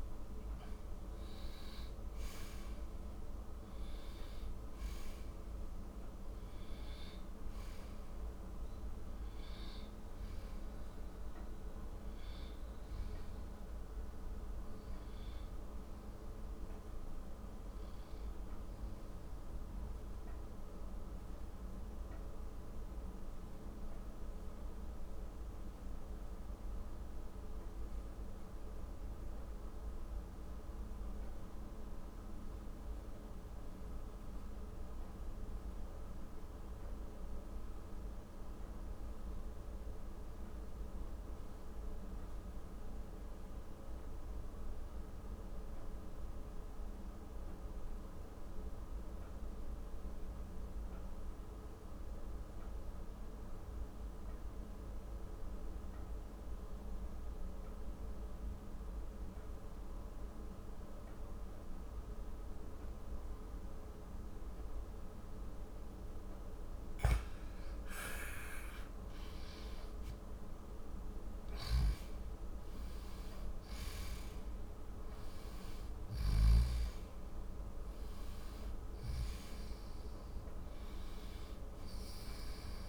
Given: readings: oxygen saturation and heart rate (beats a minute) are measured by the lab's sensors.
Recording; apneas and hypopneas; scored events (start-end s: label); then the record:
breathing in sleep, hard to hear, by a room microphone; 1
0.00-23.00 s: oxygen desaturation (device-marked, oxygen 90% lowest, heart rate 50 extreme)
19.00-66.50 s: mixed apnea (oxygen 96% before, 88% lowest, heart rate 73 before, 50 extreme, up 8 after)
65.00-82.89 s: oxygen desaturation (device-marked, oxygen 97% before, 88% lowest, heart rate 60 before, 51 extreme)
67.50-72.50 s: arousal
71.00-76.50 s: snoring (device-marked)
From the record:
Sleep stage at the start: N2 (light sleep); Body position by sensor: on the back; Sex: male